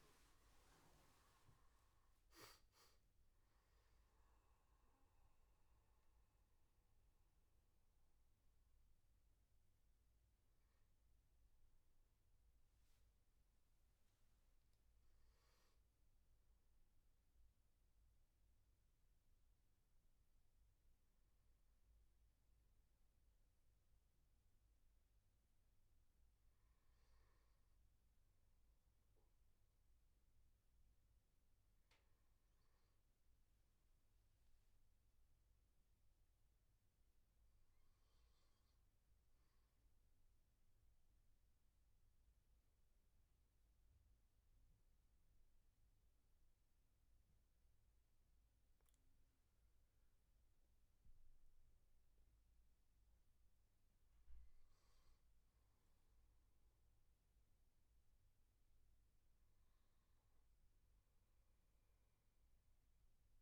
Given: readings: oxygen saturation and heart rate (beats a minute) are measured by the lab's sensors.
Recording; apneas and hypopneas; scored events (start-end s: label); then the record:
breathing in sleep, hard to hear, by a room microphone; 1
0.00-19.50 s: oxygen desaturation (device-marked, oxygen 89% lowest, heart rate 75 extreme)
35.00-39.00 s: arousal
41.00-52.00 s: hypopnea (oxygen 99% before, 95% lowest, heart rate 79 before, 75 extreme, up 9 after)
54.00-57.50 s: arousal
From the record:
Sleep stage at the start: N2 (light sleep); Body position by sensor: on the back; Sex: male